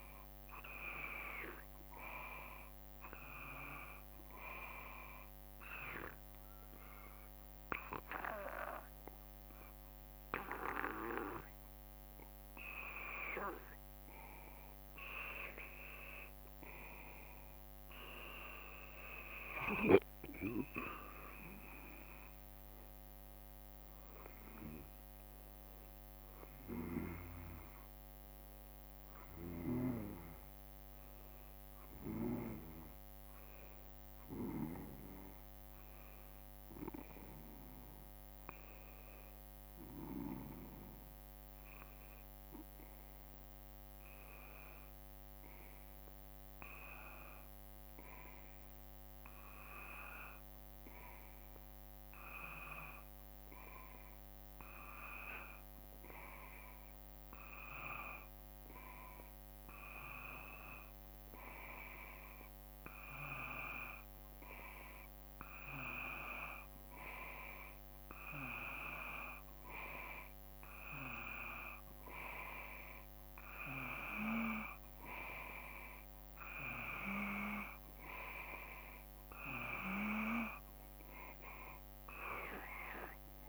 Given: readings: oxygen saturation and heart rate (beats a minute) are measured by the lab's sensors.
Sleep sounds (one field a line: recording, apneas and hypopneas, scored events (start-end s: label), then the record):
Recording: breathing in sleep by a microphone on the trachea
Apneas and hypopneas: 2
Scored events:
0.00-7.00 s: oxygen desaturation (device-marked, oxygen 91% lowest, heart rate 54 extreme)
2.00-13.00 s: obstructive apnea (oxygen 95% before, 91% lowest, heart rate 58 before, 51 extreme, up 3 after)
16.50-21.50 s: arousal
23.00-43.00 s: oxygen desaturation (device-marked, oxygen 94% before, 91% lowest, heart rate 56 before, 51 extreme)
43.00-47.00 s: arousal
50.00-78.50 s: hypopnea (oxygen 96% before, 92% lowest, heart rate 53 before, 55 extreme, up 1 after)
63.00-83.48 s: oxygen desaturation (device-marked, oxygen 96% before, 92% lowest, heart rate 55 before, 54 extreme)
80.50-83.48 s: arousal
From the record:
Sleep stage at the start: N2 (light sleep)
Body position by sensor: on the back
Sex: male